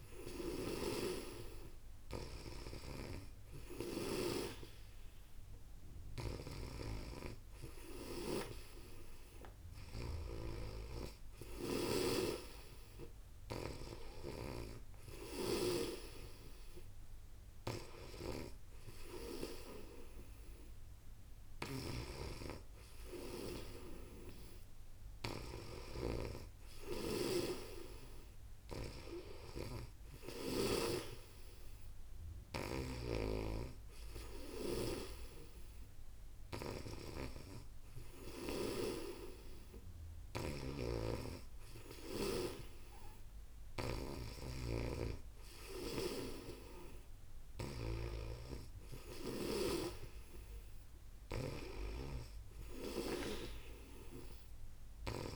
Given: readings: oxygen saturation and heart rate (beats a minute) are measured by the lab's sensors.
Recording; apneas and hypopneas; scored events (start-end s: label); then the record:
breathing in sleep by a room microphone; none
0.00-43.50 s: snoring (device-marked)
45.50-49.50 s: snoring (device-marked)
51.50-55.00 s: snoring (device-marked)
From the record:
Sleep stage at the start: N2 (light sleep); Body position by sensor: on the back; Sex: female